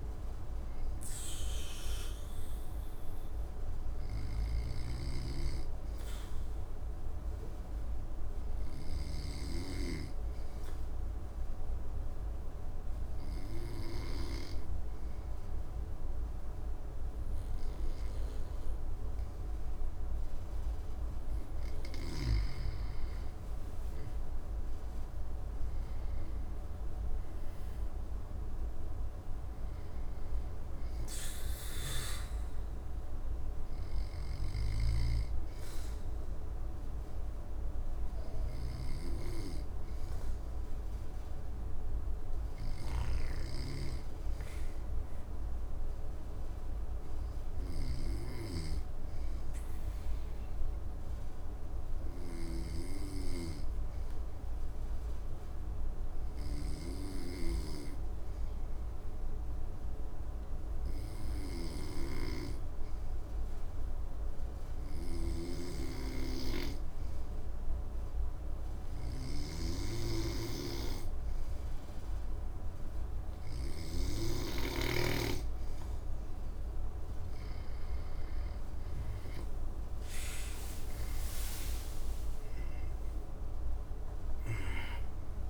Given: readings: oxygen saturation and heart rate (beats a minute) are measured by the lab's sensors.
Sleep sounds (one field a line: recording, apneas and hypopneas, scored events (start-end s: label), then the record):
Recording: breathing in sleep by a room microphone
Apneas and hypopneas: 2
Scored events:
5.50-20.50 s: obstructive apnea (oxygen 99% before, 94% lowest, heart rate 61 before, 59 extreme, up 8 after)
22.00-25.50 s: arousal
26.00-46.00 s: oxygen desaturation (device-marked, oxygen 98% before, 95% lowest, heart rate 60 before, 59 extreme)
37.00-75.00 s: obstructive apnea (oxygen 98% before, 92% lowest, heart rate 63 before, 59 extreme, up 9 after)
64.00-85.50 s: oxygen desaturation (device-marked, oxygen 98% before, 92% lowest, heart rate 61 before, 57 extreme)
77.00-82.00 s: arousal
From the record:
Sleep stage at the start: N2 (light sleep)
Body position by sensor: on the back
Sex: male